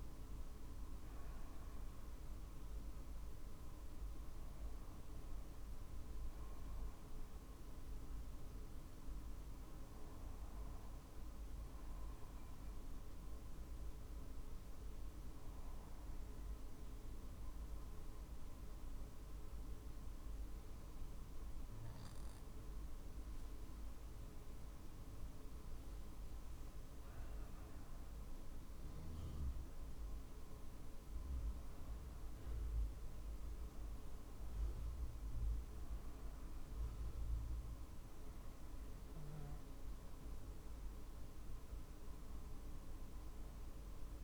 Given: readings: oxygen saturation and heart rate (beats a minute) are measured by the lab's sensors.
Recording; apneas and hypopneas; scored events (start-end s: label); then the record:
breathing in sleep, hard to hear, by a room microphone; 1
10.00-23.50 s: obstructive apnea (oxygen 96% before, 94% lowest, heart rate 45 before, 46 extreme, up 4 after)
26.00-29.00 s: arousal
28.50-42.50 s: drop in pulse transit time (device-marked, heart rate 47 before, 47 extreme)
From the record:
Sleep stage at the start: N2 (light sleep); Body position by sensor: on the back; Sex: male